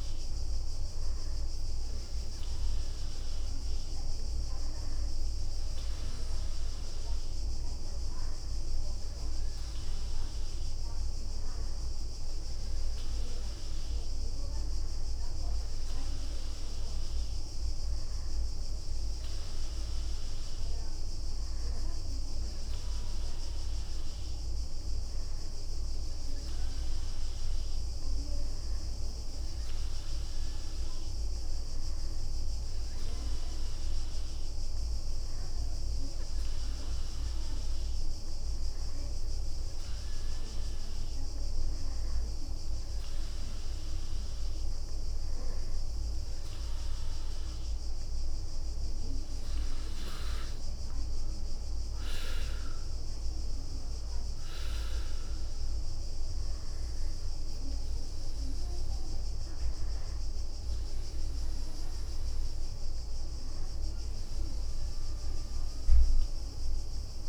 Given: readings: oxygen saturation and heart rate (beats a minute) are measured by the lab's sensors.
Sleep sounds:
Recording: breathing in sleep, hard to hear, by a room microphone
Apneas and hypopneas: none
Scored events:
0.00-4.00 s: leg movement (device-marked)
From the record:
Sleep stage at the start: N2 (light sleep)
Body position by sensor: on the front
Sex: female

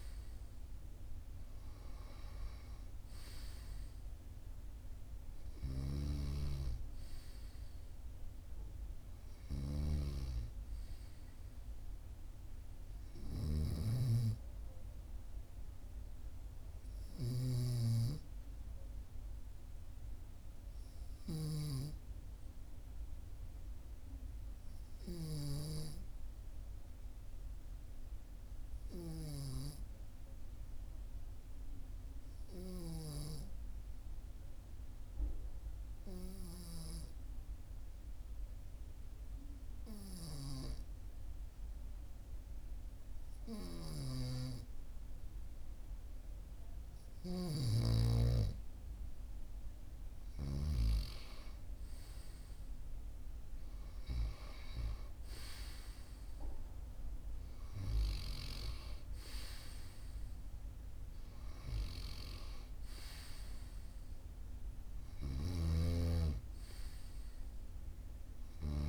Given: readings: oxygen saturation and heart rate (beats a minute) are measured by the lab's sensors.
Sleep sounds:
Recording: breathing in sleep by a room microphone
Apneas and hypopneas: 1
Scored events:
22.00-47.00 s: obstructive apnea (oxygen 98% before, 94% lowest, heart rate 45 before, 43 extreme, up 2 after)
46.00-68.89 s: oxygen desaturation (device-marked, oxygen 98% before, 94% lowest, heart rate 44 before, 44 extreme)
49.00-53.50 s: arousal
65.00-68.89 s: snoring (device-marked)
From the record:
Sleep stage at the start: N2 (light sleep)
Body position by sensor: on the right side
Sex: male

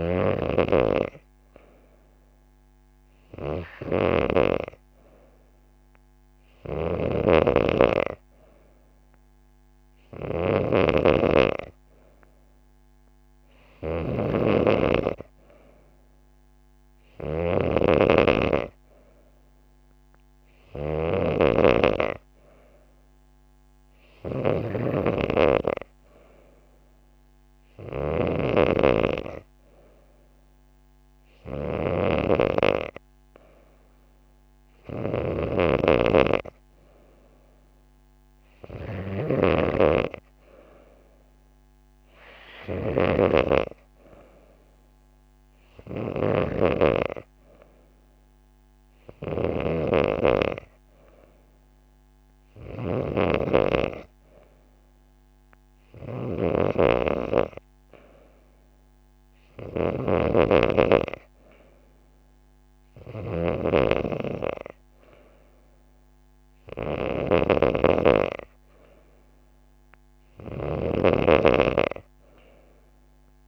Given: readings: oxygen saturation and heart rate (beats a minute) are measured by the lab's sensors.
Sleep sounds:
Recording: breathing in sleep by a microphone on the trachea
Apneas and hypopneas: none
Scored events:
none scored
From the record:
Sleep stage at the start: N3 (deep sleep)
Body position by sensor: on the back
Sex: female

